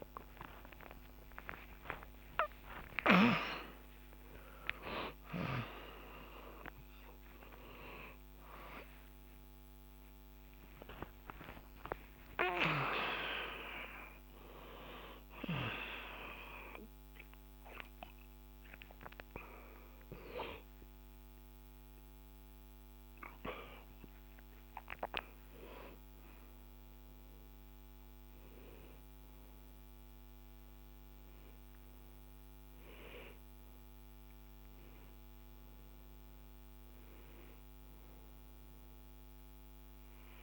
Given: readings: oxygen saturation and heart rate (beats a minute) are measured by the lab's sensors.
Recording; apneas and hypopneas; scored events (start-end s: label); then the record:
a person awake in a sleep study, by a microphone on the trachea; none
0.00-3.00 s: tachycardia (device-marked, heart rate 127 extreme)
7.00-14.00 s: tachycardia (device-marked, heart rate 72 before, 112 extreme)
From the record:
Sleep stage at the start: awake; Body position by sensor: on the back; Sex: male